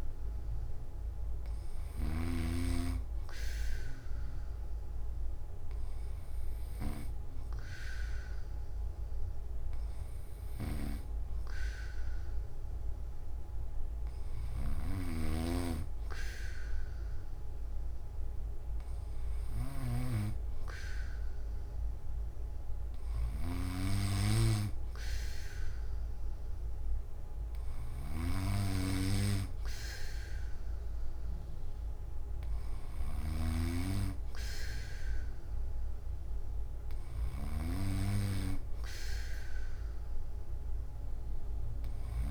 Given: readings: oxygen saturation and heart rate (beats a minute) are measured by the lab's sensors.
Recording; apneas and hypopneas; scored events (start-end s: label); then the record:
breathing in sleep by a room microphone; none
0.00-2.00 s: snoring (device-marked)
14.50-42.31 s: snoring (device-marked)
From the record:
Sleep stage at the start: N1 (lightest sleep); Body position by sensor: on the back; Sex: male